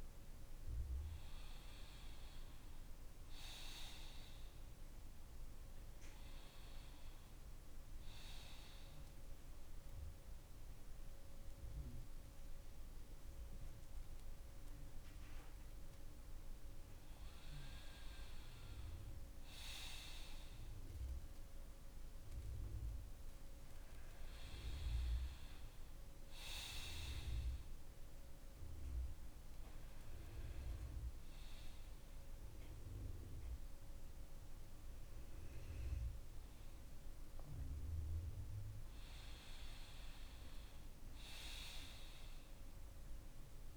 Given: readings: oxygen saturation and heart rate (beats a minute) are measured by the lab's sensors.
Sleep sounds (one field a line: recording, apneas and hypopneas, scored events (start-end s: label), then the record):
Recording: breathing in sleep by a room microphone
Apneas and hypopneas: none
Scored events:
26.00-42.00 s: oxygen desaturation (device-marked, oxygen 96% before, 93% lowest)
From the record:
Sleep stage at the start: N2 (light sleep)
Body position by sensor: on the front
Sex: male